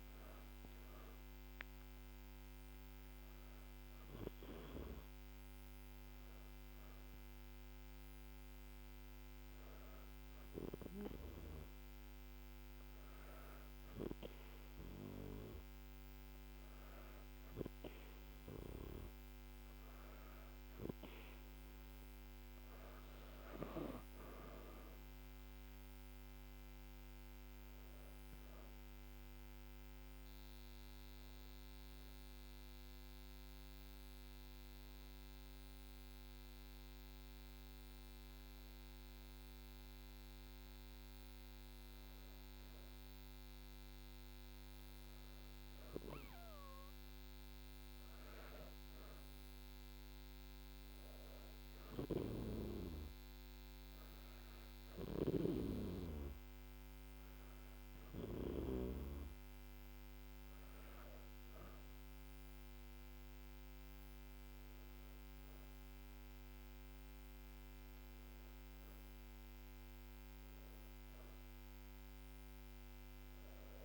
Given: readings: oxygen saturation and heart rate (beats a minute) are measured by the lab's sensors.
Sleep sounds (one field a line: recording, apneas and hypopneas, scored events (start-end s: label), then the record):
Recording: breathing in sleep by a microphone on the trachea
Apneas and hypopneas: 2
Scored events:
4.00-16.50 s: hypopnea (oxygen 97% before, 94% lowest, heart rate 77 before, 73 extreme, up 3 after)
21.00-38.00 s: oxygen desaturation (device-marked, oxygen 97% before, 94% lowest, heart rate 76 before, 73 extreme)
21.50-25.50 s: arousal
31.00-42.50 s: hypopnea (oxygen 97% before, 94% lowest, heart rate 76 before, 73 extreme, up 4 after)
47.50-52.00 s: arousal
From the record:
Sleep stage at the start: N2 (light sleep)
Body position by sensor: on the back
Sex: female